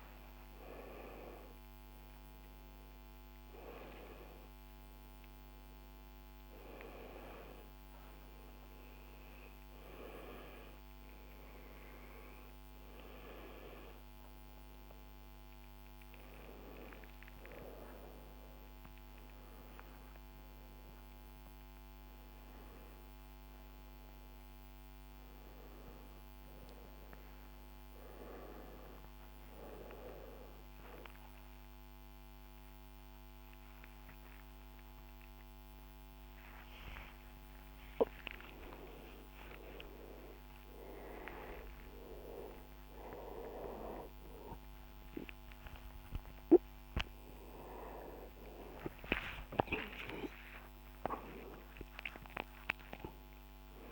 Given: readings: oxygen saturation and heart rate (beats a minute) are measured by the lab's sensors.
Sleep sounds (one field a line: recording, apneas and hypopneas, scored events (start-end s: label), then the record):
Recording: a person awake in a sleep study, by a microphone on the trachea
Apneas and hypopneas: none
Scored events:
51.00-53.92 s: oxygen desaturation (device-marked, oxygen 97% before, 92% lowest, heart rate 137 before, 81 extreme)
From the record:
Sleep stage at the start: awake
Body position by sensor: upright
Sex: male